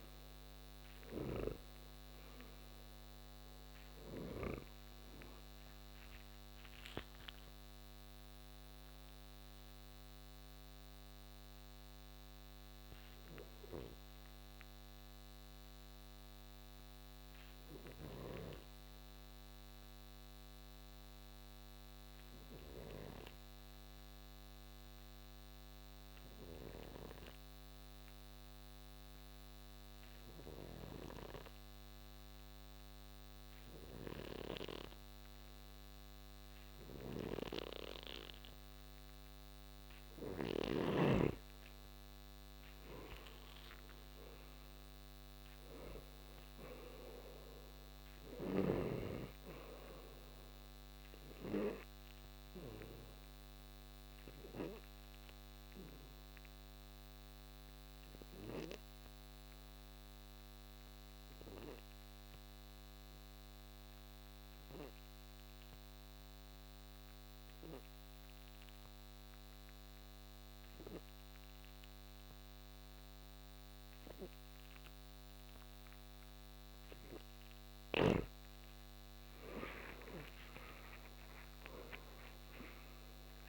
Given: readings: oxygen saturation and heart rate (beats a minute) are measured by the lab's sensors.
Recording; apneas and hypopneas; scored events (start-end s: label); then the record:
breathing in sleep by a microphone on the trachea; 2
0.00-19.50 s: oxygen desaturation (device-marked, oxygen 85% lowest, heart rate 56 extreme)
1.00-4.50 s: snoring (device-marked)
11.00-40.00 s: obstructive apnea (oxygen 97% before, 85% lowest, heart rate 75 before, 56 extreme, up 12 after)
35.50-63.50 s: oxygen desaturation (device-marked, oxygen 98% before, 88% lowest, heart rate 58 before, 56 extreme)
42.50-46.50 s: arousal
51.00-76.00 s: obstructive apnea (oxygen 98% before, 86% lowest, heart rate 62 before, 56 extreme, up 48 after)
77.50-81.00 s: snoring (device-marked)
78.50-83.49 s: oxygen desaturation (device-marked, oxygen 96% before, 86% lowest, heart rate 59 before, 57 extreme)
79.00-83.49 s: arousal
From the record:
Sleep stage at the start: N2 (light sleep); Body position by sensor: on the right side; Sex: male